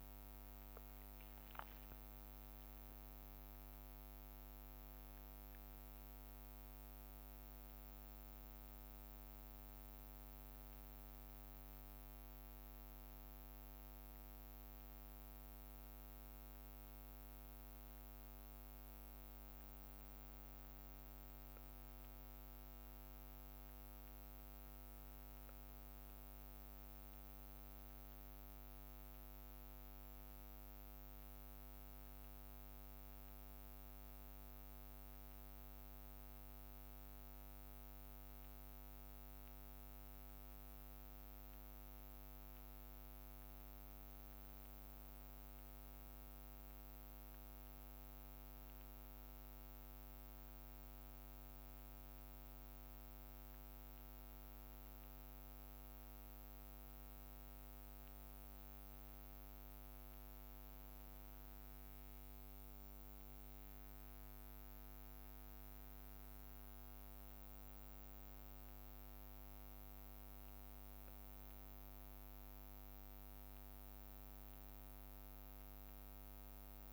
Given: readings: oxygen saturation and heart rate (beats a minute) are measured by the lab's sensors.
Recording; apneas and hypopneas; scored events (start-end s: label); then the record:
a person awake in a sleep study, hard to hear, by a microphone on the trachea; none
9.00-76.92 s: bradycardia (device-marked, heart rate 56 before, 57 extreme)
54.00-57.00 s: leg movement (device-marked)
61.00-62.50 s: leg movement (device-marked)
From the record:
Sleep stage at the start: awake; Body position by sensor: on the back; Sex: male